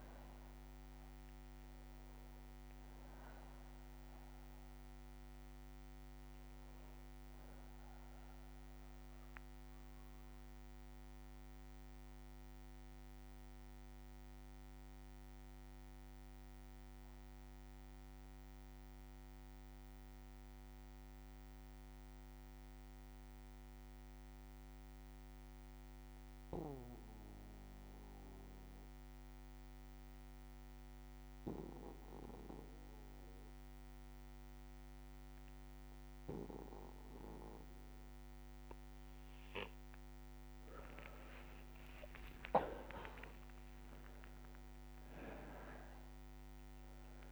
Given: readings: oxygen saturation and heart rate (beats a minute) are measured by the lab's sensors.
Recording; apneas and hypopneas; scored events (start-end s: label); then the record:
breathing in sleep by a microphone on the trachea; 1
0.00-3.00 s: oxygen desaturation (device-marked, oxygen 94% lowest, heart rate 59 extreme)
8.00-38.50 s: obstructive apnea (oxygen 98% before, 92% lowest, heart rate 69 before, 58 extreme, up 6 after)
15.00-20.00 s: bradycardia (device-marked, heart rate 63 before, 59 extreme)
36.00-47.32 s: oxygen desaturation (device-marked, oxygen 99% before, 92% lowest, heart rate 60 before, 58 extreme)
41.00-46.00 s: arousal
From the record:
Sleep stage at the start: N2 (light sleep); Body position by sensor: on the back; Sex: male